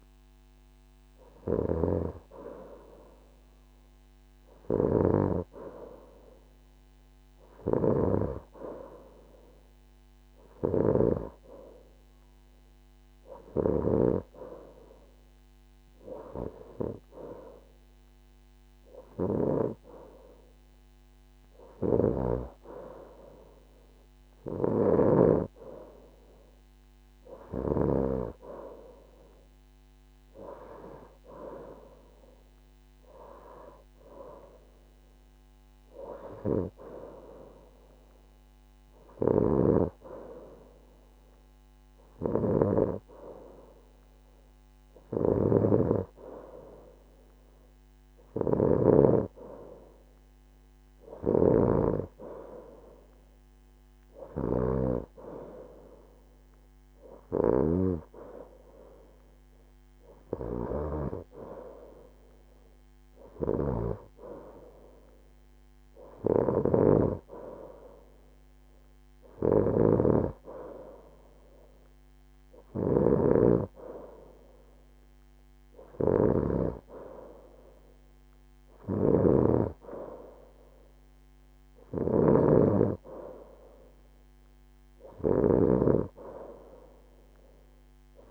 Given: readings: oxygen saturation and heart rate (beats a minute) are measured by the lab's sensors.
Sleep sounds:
breathing in sleep by a microphone on the trachea; none
0.00-9.50 s: oxygen desaturation (device-marked, oxygen 90% lowest, heart rate 73 extreme)
27.50-29.50 s: long interval between heartbeats (device-marked, heart rate 77 before, 80 extreme)
From the record:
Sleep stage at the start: N2 (light sleep); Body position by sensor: on the right side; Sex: female

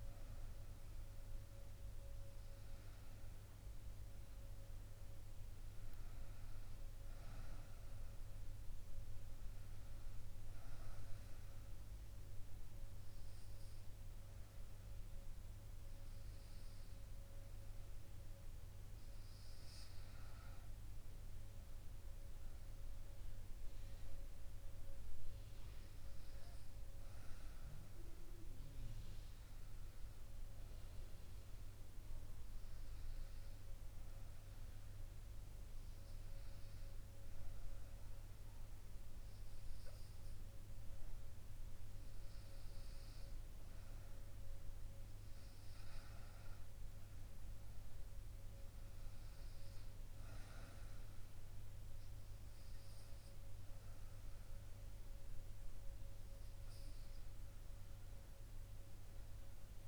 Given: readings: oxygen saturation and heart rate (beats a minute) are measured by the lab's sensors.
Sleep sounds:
breathing in sleep, hard to hear, by a room microphone; 1
10.00-20.00 s: obstructive apnea (oxygen 97% before, 94% lowest, heart rate 75 before, 73 extreme, up 1 after)
22.50-25.50 s: arousal
From the record:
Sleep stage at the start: REM sleep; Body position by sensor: on the right side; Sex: female

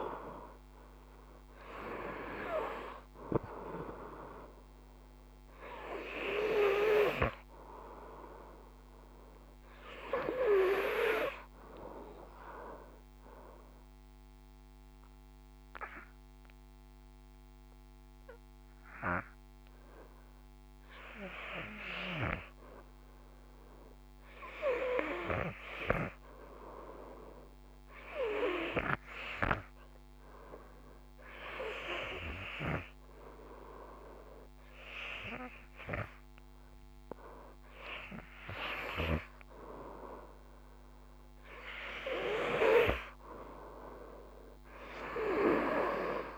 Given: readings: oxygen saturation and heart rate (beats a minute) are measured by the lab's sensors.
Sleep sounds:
breathing in sleep by a microphone on the trachea; 1
12.00-23.00 s: mixed apnea (oxygen 96% before, 92% lowest, heart rate 57 before, 51 extreme)
25.50-29.50 s: arousal
37.00-46.38 s: oxygen desaturation (device-marked, oxygen 96% before, 92% lowest, heart rate 52 before, 54 extreme)
From the record:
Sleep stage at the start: REM sleep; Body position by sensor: on the front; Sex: male

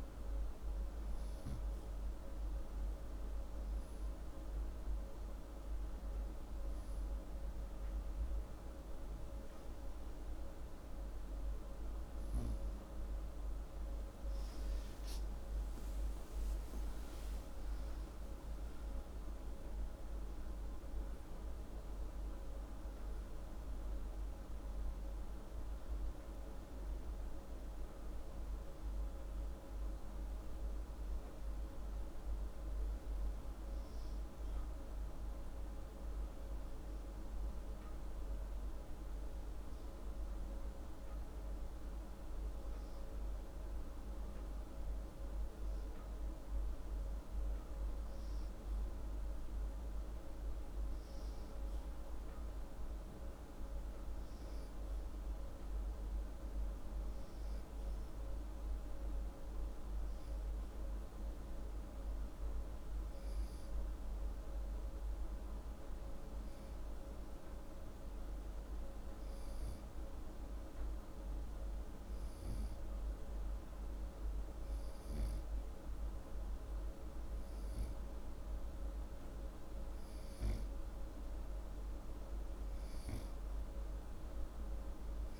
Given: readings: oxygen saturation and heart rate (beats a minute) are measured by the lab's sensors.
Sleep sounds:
breathing in sleep, hard to hear, by a room microphone; 1
14.50-19.00 s: arousal
65.50-79.00 s: hypopnea (oxygen 98% before, 95% lowest)
From the record:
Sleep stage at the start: N2 (light sleep); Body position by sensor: upright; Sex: male

